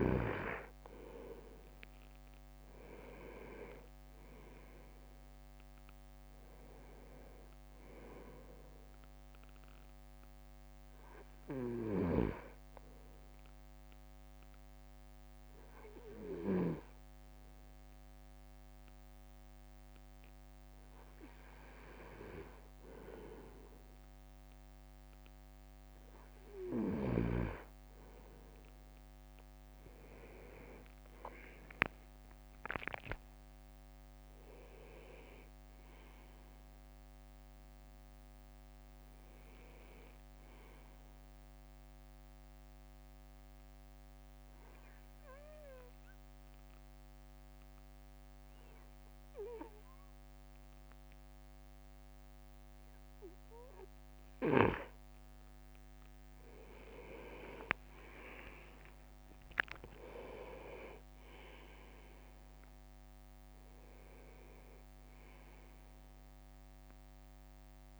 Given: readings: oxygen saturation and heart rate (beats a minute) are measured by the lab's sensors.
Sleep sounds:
breathing in sleep by a microphone on the trachea; 2
1.00-4.50 s: leg movement (device-marked)
4.00-7.50 s: arousal
4.50-15.50 s: drop in pulse transit time (device-marked, heart rate 56 before, 55 extreme)
12.00-17.00 s: snoring (device-marked)
13.50-23.50 s: obstructive apnea (oxygen 98% before, 96% lowest, heart rate 57 before, 54 extreme, up 4 after)
28.50-32.50 s: leg movement (device-marked)
31.00-35.50 s: arousal
31.50-44.50 s: drop in pulse transit time (device-marked, heart rate 55 before, 55 extreme)
43.00-54.50 s: obstructive apnea (oxygen 98% before, 96% lowest, heart rate 59 before, 57 extreme, up 10 after)
55.50-59.00 s: leg movement (device-marked)
57.50-62.50 s: arousal
58.50-68.00 s: drop in pulse transit time (device-marked, heart rate 58 before, 57 extreme)
From the record:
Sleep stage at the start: N2 (light sleep); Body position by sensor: on the right side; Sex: male

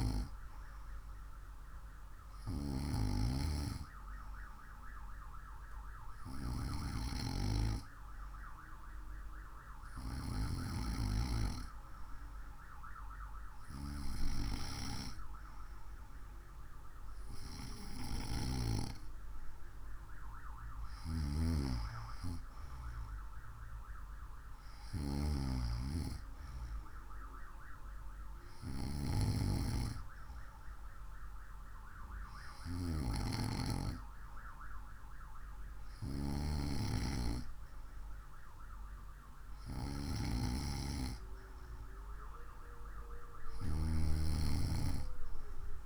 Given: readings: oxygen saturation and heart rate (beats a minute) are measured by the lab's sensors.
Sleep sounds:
breathing in sleep by a room microphone; none
none scored
From the record:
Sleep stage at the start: N2 (light sleep); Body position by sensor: on the right side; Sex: female

